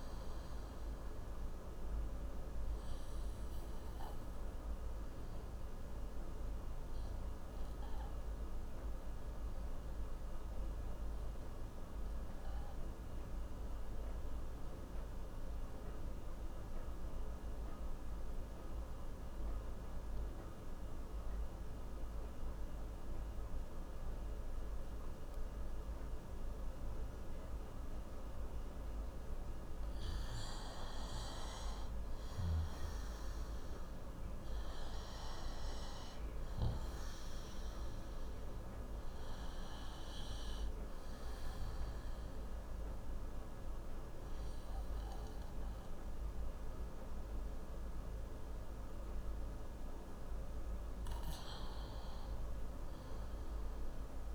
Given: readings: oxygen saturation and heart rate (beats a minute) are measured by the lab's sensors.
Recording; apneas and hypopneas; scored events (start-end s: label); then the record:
breathing in sleep, hard to hear, by a room microphone; 1
0.00-20.00 s: oxygen desaturation (device-marked, oxygen 91% lowest)
2.00-29.00 s: obstructive apnea (oxygen 96% before, 89% lowest)
30.50-34.50 s: arousal
33.00-54.35 s: oxygen desaturation (device-marked, oxygen 97% before, 89% lowest)
49.00-52.00 s: arousal
From the record:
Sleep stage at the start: N2 (light sleep); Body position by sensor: on the left side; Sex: male